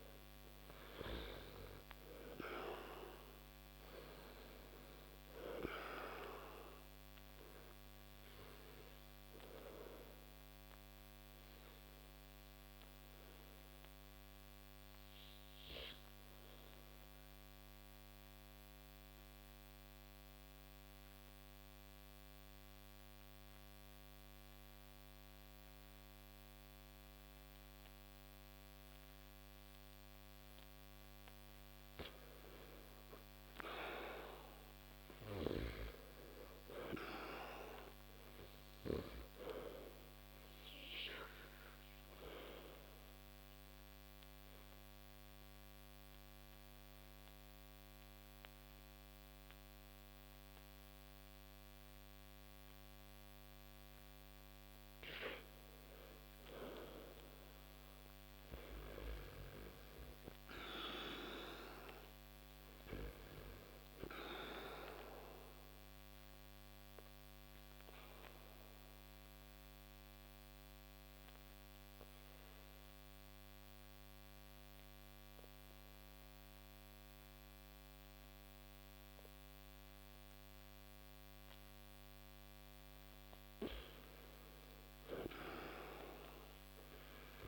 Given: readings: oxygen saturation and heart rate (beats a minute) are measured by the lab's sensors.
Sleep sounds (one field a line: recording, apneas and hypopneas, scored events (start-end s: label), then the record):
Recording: breathing in sleep by a microphone on the trachea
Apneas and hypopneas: 3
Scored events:
0.00-1.00 s: arousal
0.00-6.00 s: oxygen desaturation (device-marked, oxygen 85% lowest)
10.50-29.00 s: obstructive apnea (oxygen 96% before, 82% lowest)
31.50-35.00 s: arousal
39.50-54.50 s: obstructive apnea (oxygen 97% before, 82% lowest, heart rate 30 before, 25 extreme, up 9 after)
40.00-71.00 s: oxygen desaturation (device-marked, oxygen 97% before, 82% lowest, heart rate 30 before, 25 extreme)
57.00-60.00 s: arousal
65.00-81.50 s: obstructive apnea (oxygen 96% before, 84% lowest, heart rate 32 before, 25 extreme, up 7 after)
73.00-87.48 s: oxygen desaturation (device-marked, oxygen 95% before, 89% lowest, heart rate 33 before, 25 extreme)
85.00-87.48 s: arousal
From the record:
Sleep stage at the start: REM sleep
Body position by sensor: on the back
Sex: male